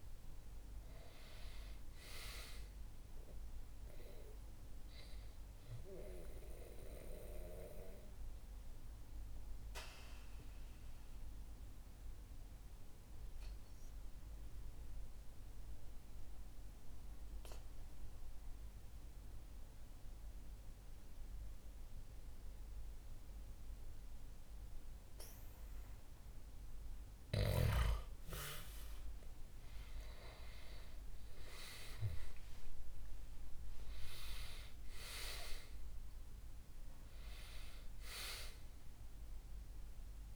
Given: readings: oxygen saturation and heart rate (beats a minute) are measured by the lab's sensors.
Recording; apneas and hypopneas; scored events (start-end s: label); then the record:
breathing in sleep by a room microphone; 1
3.00-19.00 s: oxygen desaturation (device-marked, oxygen 97% before, 93% lowest, heart rate 66 before, 61 extreme)
6.00-27.00 s: obstructive apnea (oxygen 98% before, 92% lowest, heart rate 66 before, 62 extreme, up 10 after)
30.00-35.50 s: arousal
35.00-40.36 s: oxygen desaturation (device-marked, oxygen 97% before, 92% lowest, heart rate 65 before, 62 extreme)
From the record:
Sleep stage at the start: N2 (light sleep); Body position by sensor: on the back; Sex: male